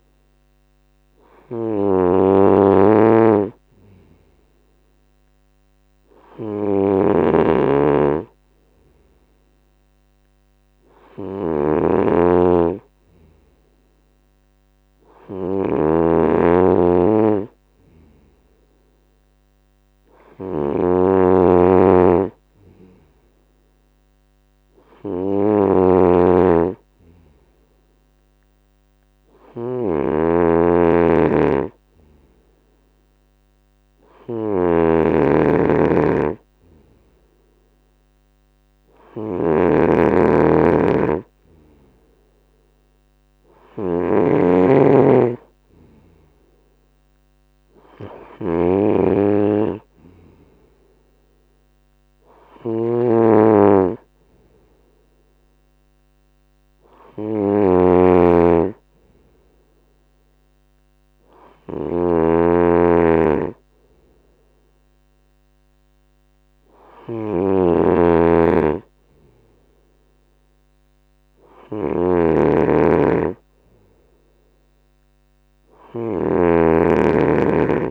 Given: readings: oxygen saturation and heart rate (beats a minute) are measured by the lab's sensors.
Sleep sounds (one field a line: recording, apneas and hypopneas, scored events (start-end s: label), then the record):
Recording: breathing in sleep by a microphone on the trachea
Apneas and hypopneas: none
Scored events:
0.00-77.91 s: snoring (device-marked)
From the record:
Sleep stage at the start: N2 (light sleep)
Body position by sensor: on the right side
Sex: male